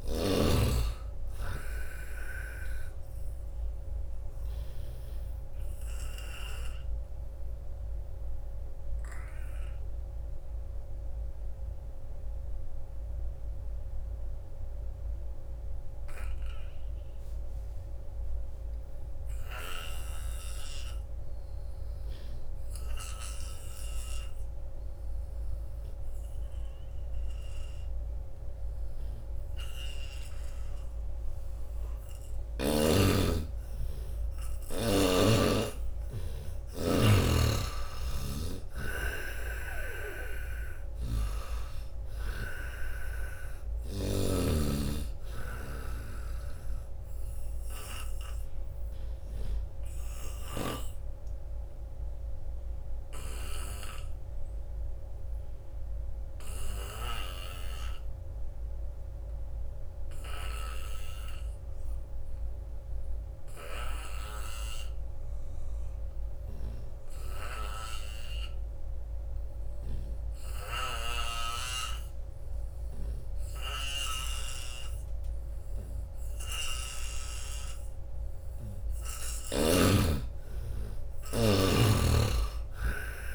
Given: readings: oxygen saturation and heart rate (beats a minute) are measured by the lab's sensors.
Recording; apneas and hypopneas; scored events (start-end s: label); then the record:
breathing in sleep by a room microphone; 2
0.00-14.50 s: oxygen desaturation (device-marked, oxygen 82% lowest, heart rate 77 extreme)
4.50-31.50 s: obstructive apnea (oxygen 97% before, 80% lowest, heart rate 91 before, 77 extreme, up 7 after)
25.50-59.50 s: oxygen desaturation (device-marked, oxygen 98% before, 80% lowest, heart rate 85 before, 77 extreme)
33.00-37.00 s: arousal
37.50-50.50 s: snoring (device-marked)
50.00-52.00 s: long interval between heartbeats (device-marked, heart rate 84 before, 96 extreme)
51.00-77.00 s: obstructive apnea (oxygen 96% before, 79% lowest, heart rate 85 before, 78 extreme, up 13 after)
73.00-75.00 s: long interval between heartbeats (device-marked, heart rate 84 before, 89 extreme)
73.50-83.35 s: oxygen desaturation (device-marked, oxygen 98% before, 79% lowest, heart rate 83 before, 79 extreme)
80.00-83.35 s: arousal
From the record:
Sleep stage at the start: N2 (light sleep); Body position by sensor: on the right side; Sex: male